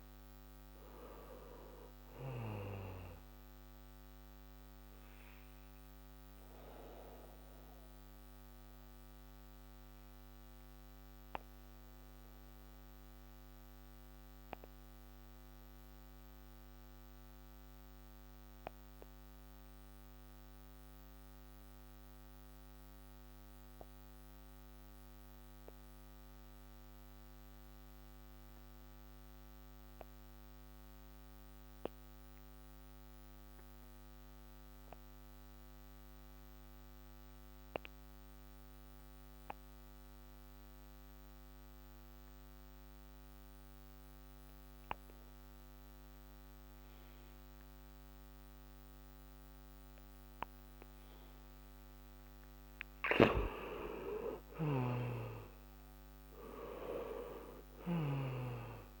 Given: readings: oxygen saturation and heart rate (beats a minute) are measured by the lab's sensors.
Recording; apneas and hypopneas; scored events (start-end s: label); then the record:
breathing in sleep by a microphone on the trachea; 1
0.00-29.00 s: oxygen desaturation (device-marked, oxygen 83% lowest)
3.00-51.50 s: obstructive apnea (oxygen 98% before, 81% lowest)
47.00-59.00 s: oxygen desaturation (device-marked, oxygen 98% before, 81% lowest)
54.00-58.50 s: arousal
54.50-58.00 s: snoring (device-marked)
From the record:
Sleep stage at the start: N2 (light sleep); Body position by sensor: on the back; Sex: male